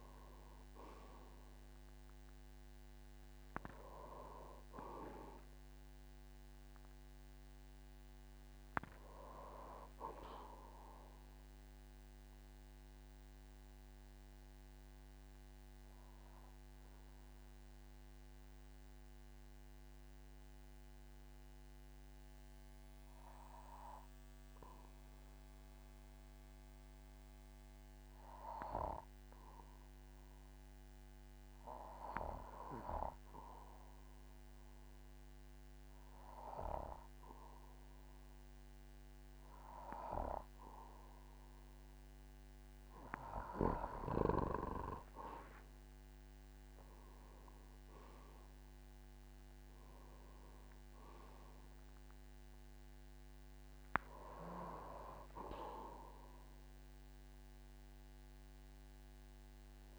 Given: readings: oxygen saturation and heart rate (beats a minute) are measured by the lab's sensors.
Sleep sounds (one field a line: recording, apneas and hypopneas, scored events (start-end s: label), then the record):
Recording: breathing in sleep by a microphone on the trachea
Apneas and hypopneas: 1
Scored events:
0.00-27.50 s: oxygen desaturation (device-marked, oxygen 91% lowest, heart rate 48 extreme)
12.50-42.00 s: obstructive apnea (oxygen 99% before, 91% lowest, heart rate 57 before, 47 extreme, up 8 after)
43.50-59.99 s: oxygen desaturation (device-marked, oxygen 99% before, 92% lowest, heart rate 53 before, 45 extreme)
46.50-50.50 s: arousal
From the record:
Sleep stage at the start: N2 (light sleep)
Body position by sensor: on the back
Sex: male